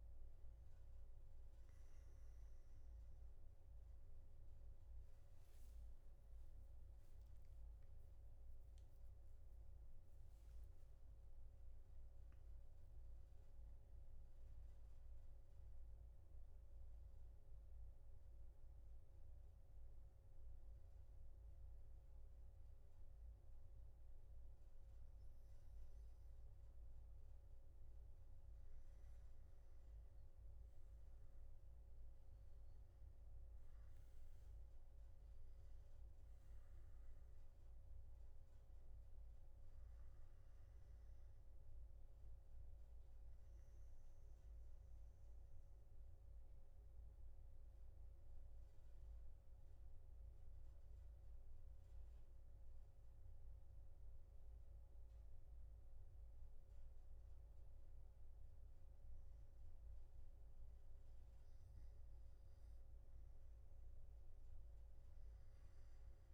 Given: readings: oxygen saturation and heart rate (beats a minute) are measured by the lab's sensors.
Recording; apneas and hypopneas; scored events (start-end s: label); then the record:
breathing in sleep, hard to hear, by a room microphone; 2
16.00-28.50 s: obstructive apnea (oxygen 96% before, 91% lowest, heart rate 138 before, 117 extreme, up 12 after)
24.50-66.34 s: new sleep stage, N2 (light sleep)
42.50-63.50 s: oxygen desaturation (device-marked, oxygen 95% before, 91% lowest, heart rate 124 before, 116 extreme)
45.00-62.00 s: mixed apnea (oxygen 95% before, 91% lowest, heart rate 124 before, 116 extreme)
From the record:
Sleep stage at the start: N1 (lightest sleep); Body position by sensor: on the back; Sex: male